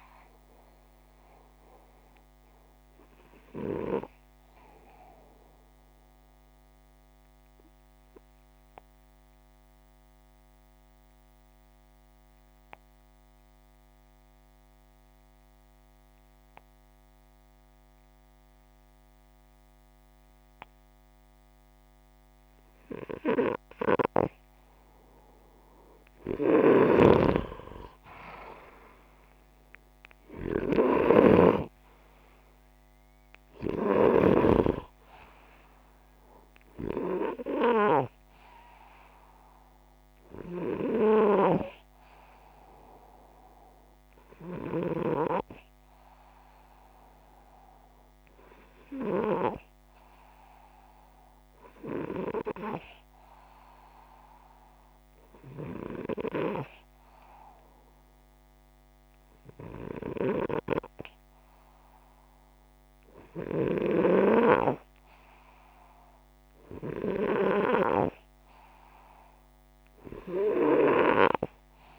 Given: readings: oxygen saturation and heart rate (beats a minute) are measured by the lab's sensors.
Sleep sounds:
breathing in sleep by a microphone on the trachea; 2
0.00-6.50 s: oxygen desaturation (device-marked, oxygen 91% lowest, heart rate 73 extreme)
3.50-22.00 s: obstructive apnea (oxygen 94% before, 88% lowest, heart rate 85 before, 73 extreme)
24.50-29.50 s: arousal
26.00-34.00 s: snoring (device-marked)
39.50-50.50 s: oxygen desaturation (device-marked, oxygen 97% before, 88% lowest)
42.00-60.50 s: hypopnea (oxygen 97% before, 88% lowest)
62.50-66.50 s: arousal
68.50-71.99 s: oxygen desaturation (device-marked, oxygen 99% before, 93% lowest)
From the record:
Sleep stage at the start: N2 (light sleep); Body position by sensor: upright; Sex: male

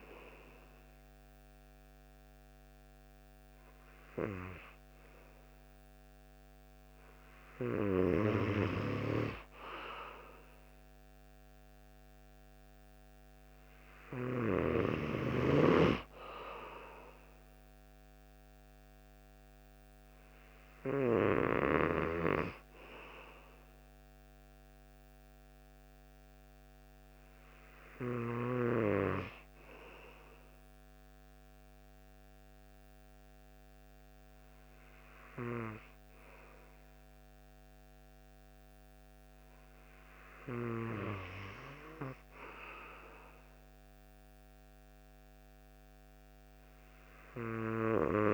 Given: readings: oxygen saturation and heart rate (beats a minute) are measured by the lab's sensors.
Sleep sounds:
breathing in sleep by a microphone on the trachea; none
25.00-36.00 s: oxygen desaturation (device-marked, oxygen 95% before, 92% lowest)
From the record:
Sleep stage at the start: N2 (light sleep); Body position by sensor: on the right side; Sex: male

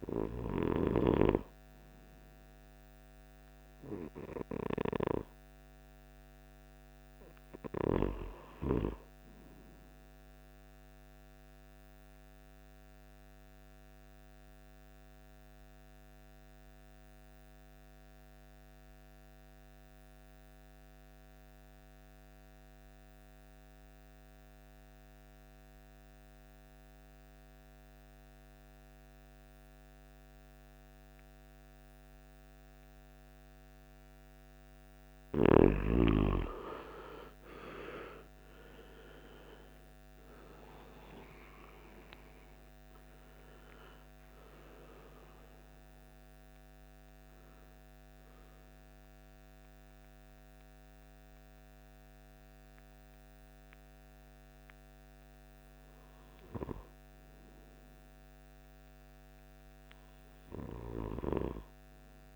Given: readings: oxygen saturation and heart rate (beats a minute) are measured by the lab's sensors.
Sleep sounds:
breathing in sleep by a microphone on the trachea; 1
0.00-8.00 s: oxygen desaturation (device-marked, oxygen 94% lowest, heart rate 56 extreme)
11.00-34.50 s: obstructive apnea (oxygen 97% before, 85% lowest, heart rate 63 before, 56 extreme, up 19 after)
35.00-62.00 s: oxygen desaturation (device-marked, oxygen 95% before, 85% lowest, heart rate 62 before, 51 extreme)
36.50-42.50 s: arousal
From the record:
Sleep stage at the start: N2 (light sleep); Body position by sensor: on the right side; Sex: male

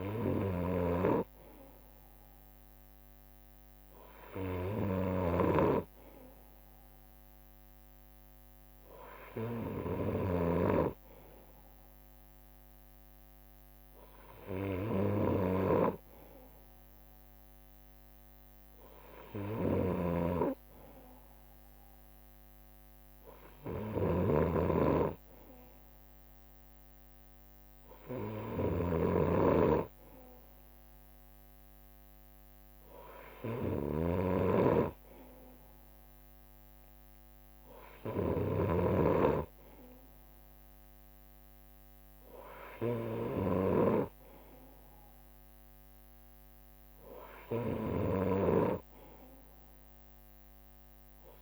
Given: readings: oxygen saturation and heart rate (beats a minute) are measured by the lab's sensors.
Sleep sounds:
breathing in sleep by a microphone on the trachea; none
0.00-7.00 s: leg movement (device-marked)
0.00-51.42 s: snoring (device-marked)
23.00-36.00 s: drop in pulse transit time (device-marked, heart rate 65 before, 64 extreme)
From the record:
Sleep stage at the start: N2 (light sleep); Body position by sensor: on the right side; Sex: male

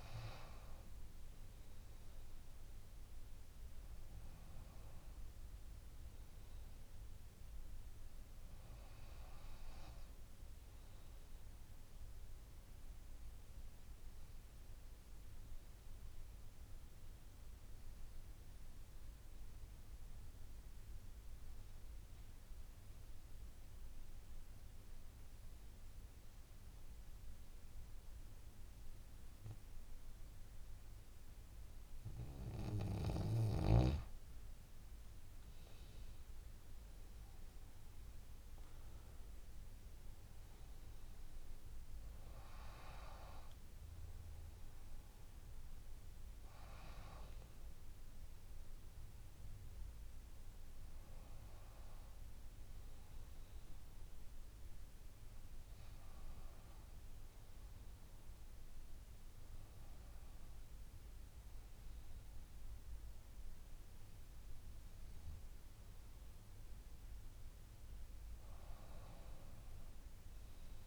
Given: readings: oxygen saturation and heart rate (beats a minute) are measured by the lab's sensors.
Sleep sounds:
breathing in sleep by a room microphone; 1
17.50-32.50 s: obstructive apnea (oxygen 97% before, 94% lowest, heart rate 55 before, 48 extreme, up 14 after)
26.00-70.87 s: new sleep stage, N2 (light sleep)
32.00-58.00 s: oxygen desaturation (device-marked, oxygen 97% before, 94% lowest, heart rate 50 before, 46 extreme)
36.00-40.50 s: arousal
From the record:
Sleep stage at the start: REM sleep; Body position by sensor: on the back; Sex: female

